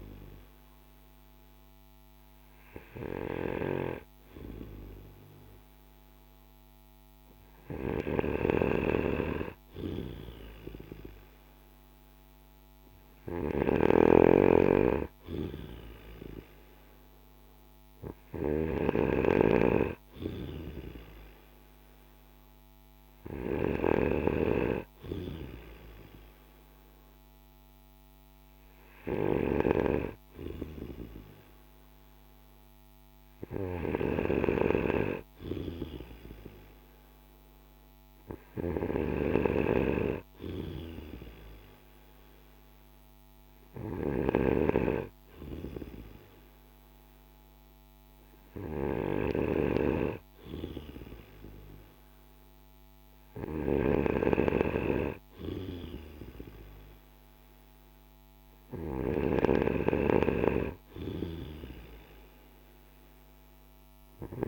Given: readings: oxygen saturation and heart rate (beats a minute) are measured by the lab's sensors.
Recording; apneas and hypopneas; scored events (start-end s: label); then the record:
breathing in sleep by a microphone on the trachea; none
7.50-13.50 s: snoring (device-marked)
59.50-64.48 s: snoring (device-marked)
From the record:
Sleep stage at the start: N2 (light sleep); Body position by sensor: on the back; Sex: male